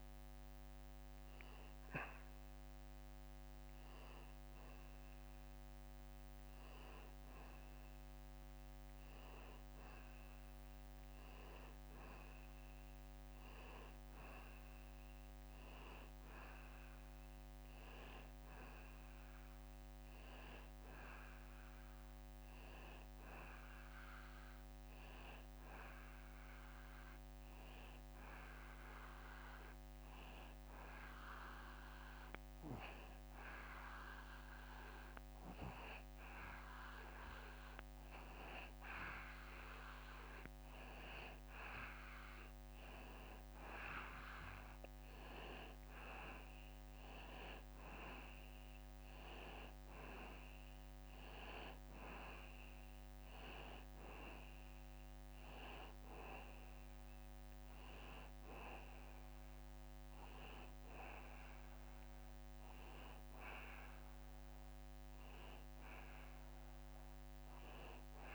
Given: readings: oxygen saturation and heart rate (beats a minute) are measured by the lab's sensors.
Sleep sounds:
breathing in sleep by a microphone on the trachea; 1
30.00-40.00 s: hypopnea (oxygen 94% before, 90% lowest, heart rate 74 before, 72 extreme, up 2 after)
44.50-49.00 s: arousal
48.00-66.00 s: oxygen desaturation (device-marked, oxygen 93% before, 90% lowest, heart rate 73 before, 74 extreme)
From the record:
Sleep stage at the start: N2 (light sleep); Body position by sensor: on the back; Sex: male

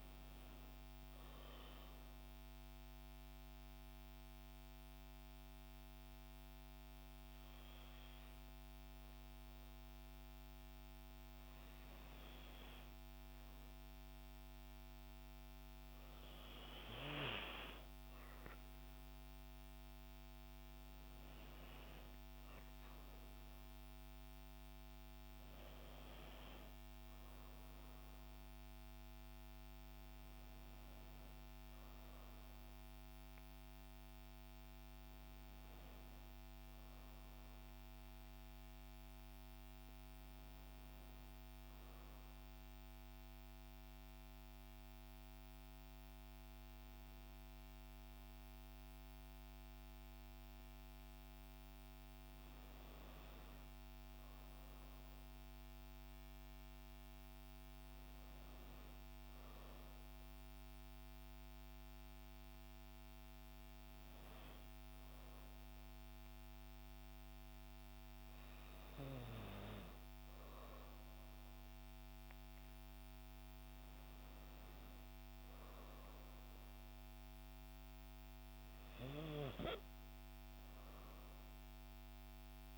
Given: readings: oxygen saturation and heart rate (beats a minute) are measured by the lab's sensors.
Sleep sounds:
breathing in sleep, hard to hear, by a microphone on the trachea; 1
0.00-18.50 s: oxygen desaturation (device-marked, oxygen 91% lowest, heart rate 53 extreme)
4.00-14.00 s: hypopnea (oxygen 95% before, 91% lowest, heart rate 56 before, 53 extreme, up 4 after)
19.00-22.00 s: arousal
From the record:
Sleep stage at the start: N2 (light sleep); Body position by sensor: on the back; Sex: female

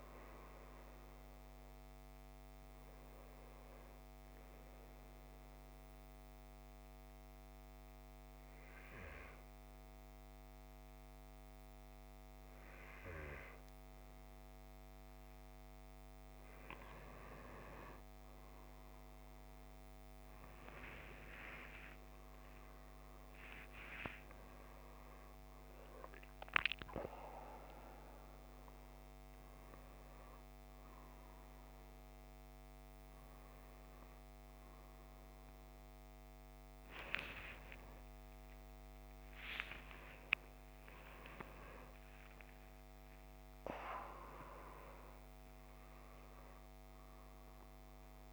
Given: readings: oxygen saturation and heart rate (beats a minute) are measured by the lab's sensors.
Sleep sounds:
a person awake in a sleep study, by a microphone on the trachea; none
26.50-43.50 s: oxygen desaturation (device-marked, oxygen 96% before, 93% lowest, heart rate 50 before, 57 extreme)
From the record:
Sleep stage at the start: awake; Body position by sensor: on the back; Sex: male

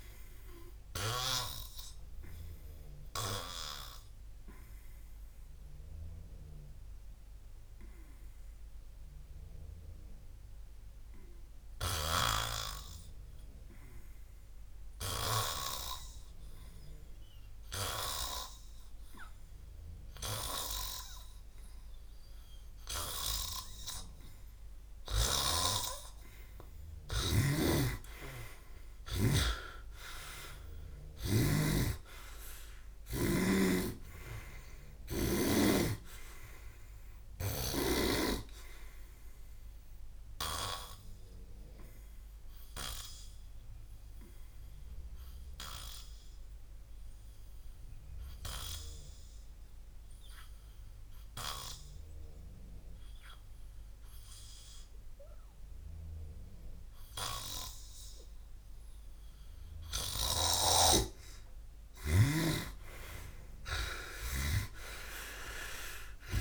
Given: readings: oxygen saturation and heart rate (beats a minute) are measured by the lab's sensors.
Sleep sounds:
breathing in sleep by a room microphone; 2
0.50-27.50 s: hypopnea (oxygen 99% before, 91% lowest, heart rate 69 before, 58 extreme, up 20 after)
7.50-23.50 s: oxygen desaturation (device-marked, oxygen 98% before, 94% lowest, heart rate 67 before, 58 extreme)
27.50-31.50 s: snoring (device-marked)
30.50-33.50 s: arousal
33.50-38.00 s: snoring (device-marked)
35.50-48.50 s: oxygen desaturation (device-marked, oxygen 97% before, 91% lowest, heart rate 64 before, 57 extreme)
46.50-60.00 s: obstructive apnea (oxygen 97% before, 89% lowest, heart rate 68 before, 57 extreme, up 32 after)
60.00-64.50 s: snoring (device-marked)
63.00-66.41 s: arousal
From the record:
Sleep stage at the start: N2 (light sleep); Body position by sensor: on the back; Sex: male

